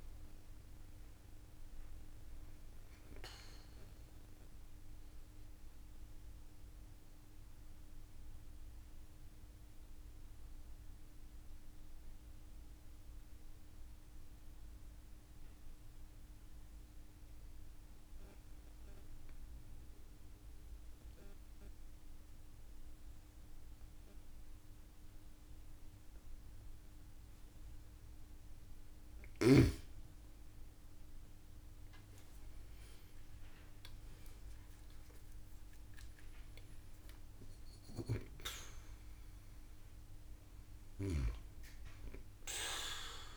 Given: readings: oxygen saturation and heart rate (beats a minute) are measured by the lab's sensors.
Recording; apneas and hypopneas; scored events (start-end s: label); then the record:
breathing in sleep by a room microphone; 1
0.00-19.50 s: oxygen desaturation (device-marked, oxygen 90% lowest)
4.50-28.50 s: mixed apnea (oxygen 97% before, 90% lowest)
31.50-36.00 s: arousal
34.00-36.00 s: long interval between heartbeats (device-marked)
40.00-42.00 s: long interval between heartbeats (device-marked)
From the record:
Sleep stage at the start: N2 (light sleep); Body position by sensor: on the back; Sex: female